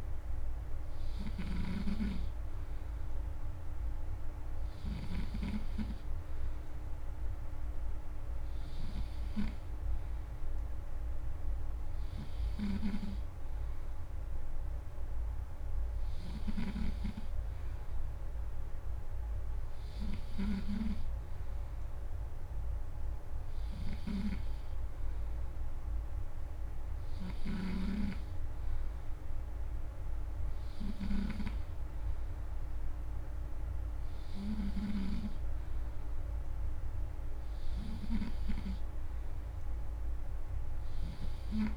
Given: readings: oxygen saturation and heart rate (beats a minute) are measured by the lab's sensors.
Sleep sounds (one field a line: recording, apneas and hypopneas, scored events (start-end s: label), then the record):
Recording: breathing in sleep by a room microphone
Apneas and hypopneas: none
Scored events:
0.00-5.00 s: snoring (device-marked)
16.00-38.00 s: snoring (device-marked)
From the record:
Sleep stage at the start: N3 (deep sleep)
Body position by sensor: on the back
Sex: male